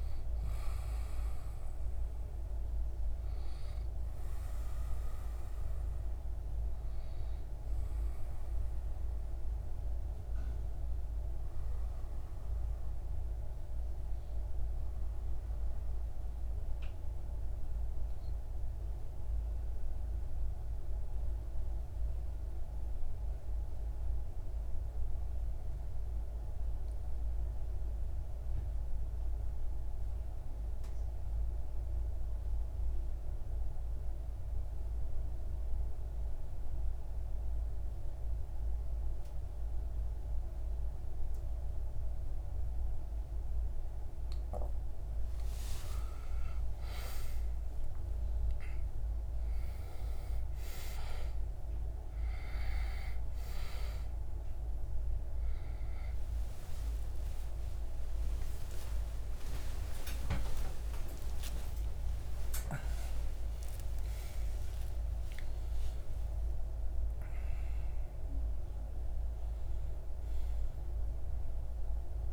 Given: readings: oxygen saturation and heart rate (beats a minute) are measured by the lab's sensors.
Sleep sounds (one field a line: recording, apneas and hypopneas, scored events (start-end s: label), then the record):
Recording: breathing in sleep by a room microphone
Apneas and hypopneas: 1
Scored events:
0.00-20.50 s: oxygen desaturation (device-marked, oxygen 93% lowest)
11.00-42.00 s: obstructive apnea (oxygen 97% before, 89% lowest)
36.50-67.50 s: oxygen desaturation (device-marked, oxygen 98% before, 90% lowest)
46.50-72.33 s: new sleep stage, N1 (lightest sleep)
56.00-63.50 s: arousal
From the record:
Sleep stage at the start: N2 (light sleep)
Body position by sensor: on the back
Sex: male